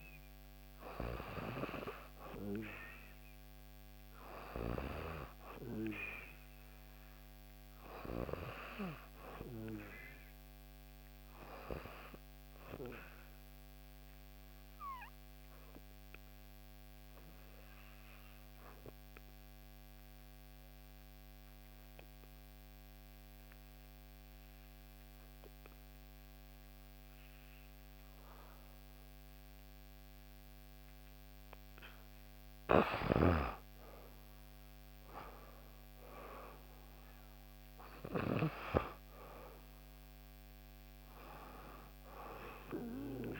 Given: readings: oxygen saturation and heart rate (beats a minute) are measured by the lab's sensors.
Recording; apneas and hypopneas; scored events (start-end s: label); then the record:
breathing in sleep by a microphone on the trachea; 1
0.00-15.50 s: oxygen desaturation (device-marked, oxygen 91% lowest, heart rate 58 extreme)
13.50-31.00 s: obstructive apnea (oxygen 95% before, 88% lowest, heart rate 60 before, 59 extreme, up 5 after)
33.00-37.00 s: arousal
35.50-43.40 s: oxygen desaturation (device-marked, oxygen 95% before, 88% lowest, heart rate 60 before, 59 extreme)
From the record:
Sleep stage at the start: N2 (light sleep); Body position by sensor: on the back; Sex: female